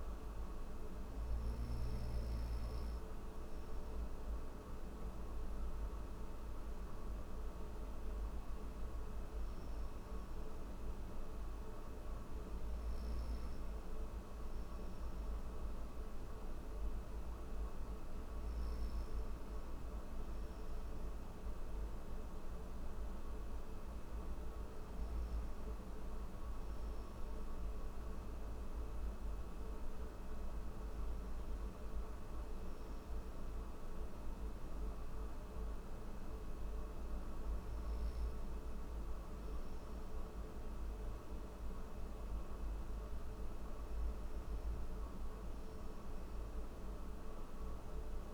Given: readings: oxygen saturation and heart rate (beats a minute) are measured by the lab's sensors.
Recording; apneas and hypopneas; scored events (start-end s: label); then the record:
breathing in sleep, hard to hear, by a room microphone; none
none scored
From the record:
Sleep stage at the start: N1 (lightest sleep); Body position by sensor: on the back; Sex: male